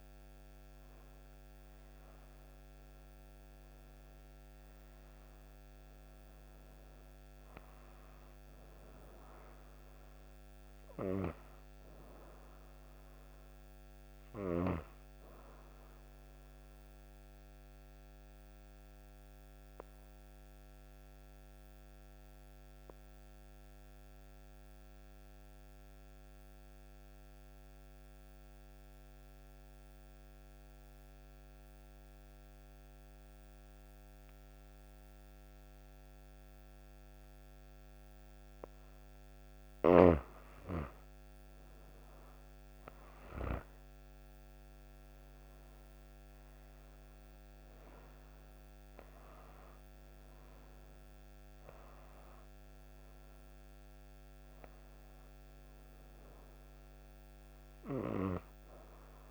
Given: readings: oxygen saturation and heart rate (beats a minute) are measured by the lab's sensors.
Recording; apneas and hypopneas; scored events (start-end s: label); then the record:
breathing in sleep by a microphone on the trachea; 1
0.00-24.00 s: oxygen desaturation (device-marked, oxygen 85% lowest, heart rate 27 extreme)
17.00-39.00 s: obstructive apnea (oxygen 97% before, 85% lowest, heart rate 52 before, 33 extreme)
40.00-44.00 s: arousal
42.00-59.31 s: oxygen desaturation (device-marked, oxygen 97% before, 86% lowest, heart rate 72 before, 60 extreme)
From the record:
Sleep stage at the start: N2 (light sleep); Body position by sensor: on the right side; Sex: female